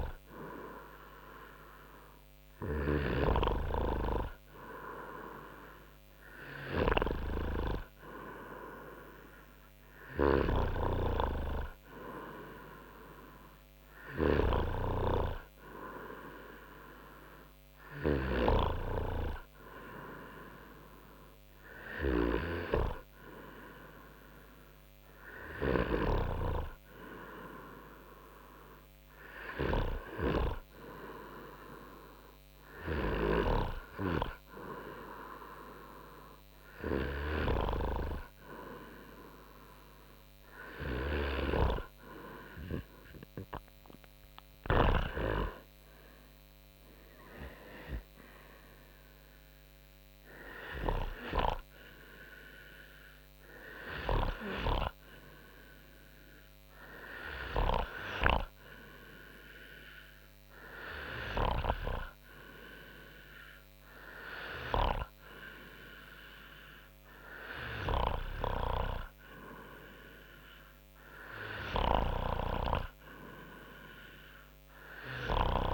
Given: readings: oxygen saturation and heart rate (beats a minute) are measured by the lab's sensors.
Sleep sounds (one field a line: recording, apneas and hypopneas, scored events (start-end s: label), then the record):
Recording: breathing in sleep by a microphone on the trachea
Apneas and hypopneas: none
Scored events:
none scored
From the record:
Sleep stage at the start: N2 (light sleep)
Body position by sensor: on the front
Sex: male